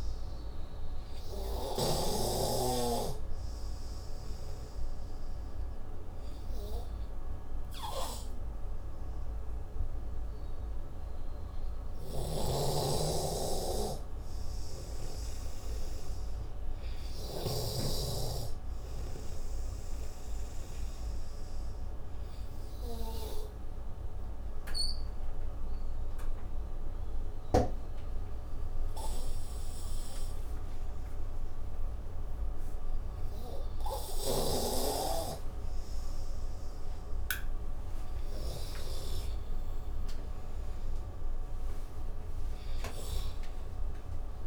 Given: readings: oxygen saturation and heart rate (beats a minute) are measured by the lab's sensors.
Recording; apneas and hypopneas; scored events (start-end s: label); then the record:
breathing in sleep by a room microphone; 1
0.00-2.50 s: snoring (device-marked)
9.00-18.00 s: oxygen desaturation (device-marked, oxygen 93% before, 85% lowest)
12.50-18.50 s: snoring (device-marked)
22.50-37.50 s: obstructive apnea (oxygen 94% before, 90% lowest)
40.00-44.47 s: oxygen desaturation (device-marked, oxygen 94% before, 90% lowest)
From the record:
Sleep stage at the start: N3 (deep sleep); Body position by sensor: on the right side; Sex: male